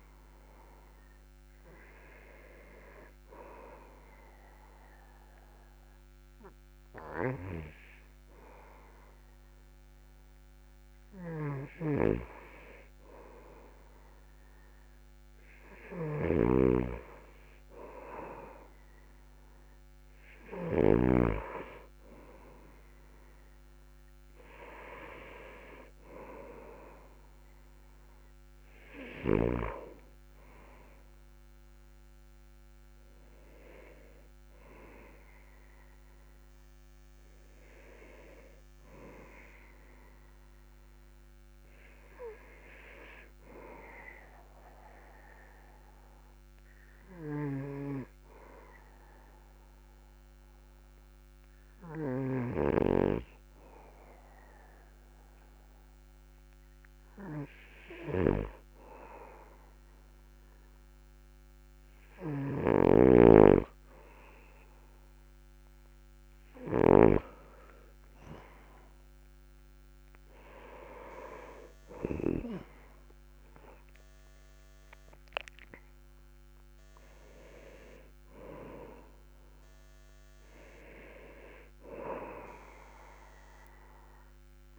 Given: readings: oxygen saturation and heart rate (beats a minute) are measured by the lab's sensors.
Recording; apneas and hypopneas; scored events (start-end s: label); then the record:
breathing in sleep by a microphone on the trachea; 1
32.00-36.00 s: arousal
45.00-57.00 s: obstructive apnea (oxygen 97% before, 95% lowest, heart rate 49 before, 39 extreme, up 8 after)
61.50-65.50 s: arousal
From the record:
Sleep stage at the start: N2 (light sleep); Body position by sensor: on the back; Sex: male